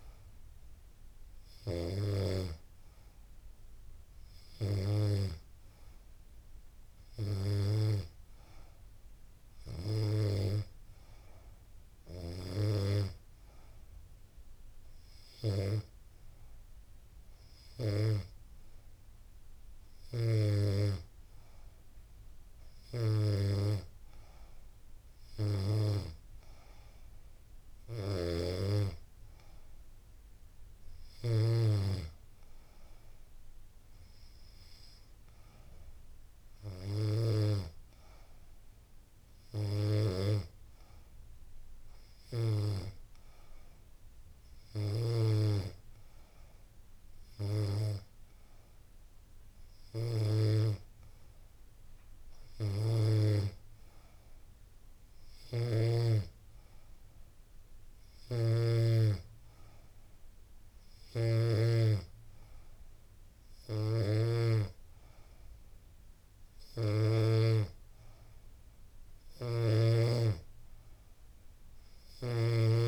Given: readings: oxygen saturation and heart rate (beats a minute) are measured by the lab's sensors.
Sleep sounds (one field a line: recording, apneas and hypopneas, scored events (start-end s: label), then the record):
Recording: breathing in sleep by a room microphone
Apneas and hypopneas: none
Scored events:
57.00-60.50 s: snoring (device-marked)
From the record:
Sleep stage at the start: N2 (light sleep)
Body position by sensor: on the back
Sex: female